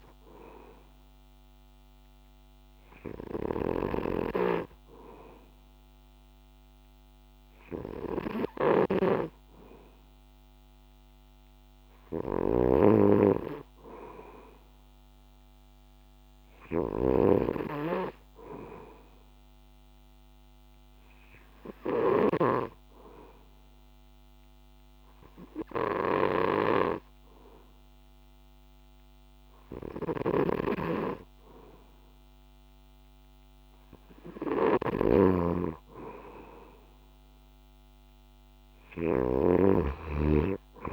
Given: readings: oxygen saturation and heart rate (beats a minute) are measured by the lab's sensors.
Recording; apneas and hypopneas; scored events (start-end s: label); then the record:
breathing in sleep by a microphone on the trachea; 1
0.00-39.50 s: snoring (device-marked)
19.50-30.50 s: hypopnea (oxygen 94% before, 91% lowest, heart rate 65 before, 64 extreme, up 3 after)
34.00-38.00 s: arousal
From the record:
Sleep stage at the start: N2 (light sleep); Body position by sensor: on the back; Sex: male